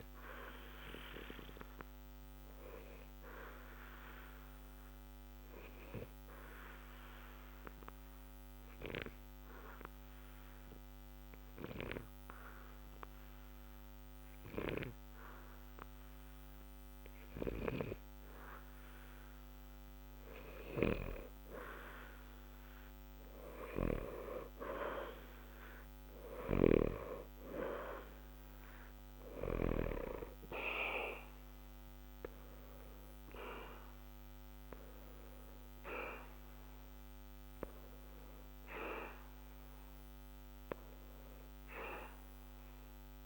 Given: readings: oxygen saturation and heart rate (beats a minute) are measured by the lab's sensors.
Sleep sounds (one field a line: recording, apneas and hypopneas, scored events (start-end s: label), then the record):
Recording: breathing in sleep by a microphone on the trachea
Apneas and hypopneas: 1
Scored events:
2.00-19.00 s: obstructive apnea (oxygen 92% before, 89% lowest, heart rate 60 before, 60 extreme, up 0 after)
23.00-27.00 s: arousal
From the record:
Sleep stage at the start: N2 (light sleep)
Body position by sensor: on the back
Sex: male